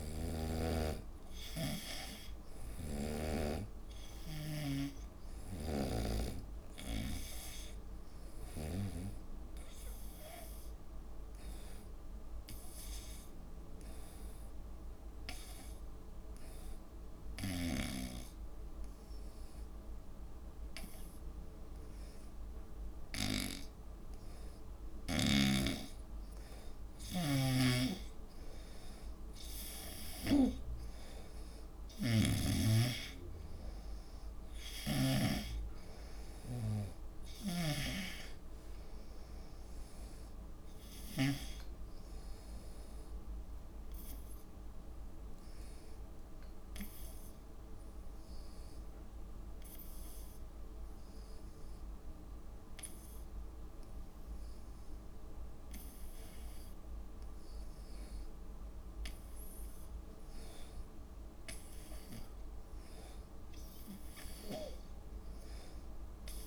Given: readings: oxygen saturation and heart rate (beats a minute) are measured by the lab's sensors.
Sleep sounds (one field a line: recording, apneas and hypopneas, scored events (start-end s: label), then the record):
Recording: breathing in sleep by a room microphone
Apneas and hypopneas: 2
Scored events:
0.00-17.00 s: oxygen desaturation (device-marked, oxygen 96% before, 92% lowest, heart rate 64 before, 69 extreme)
2.50-9.00 s: snoring (device-marked)
14.00-24.50 s: obstructive apnea (oxygen 96% before, 88% lowest, heart rate 71 before, 67 extreme, up 2 after)
17.50-23.50 s: snoring (device-marked)
25.00-54.00 s: oxygen desaturation (device-marked, oxygen 95% before, 88% lowest, heart rate 73 before, 67 extreme)
25.50-30.50 s: snoring (device-marked)
28.00-32.00 s: arousal
37.50-41.50 s: snoring (device-marked)
44.00-58.00 s: obstructive apnea (oxygen 95% before, 89% lowest, heart rate 70 before, 67 extreme, up 4 after)
60.00-63.00 s: arousal
65.00-66.47 s: oxygen desaturation (device-marked, oxygen 96% before, 89% lowest, heart rate 68 before, 62 extreme)
From the record:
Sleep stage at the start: N2 (light sleep)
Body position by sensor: on the right side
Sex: female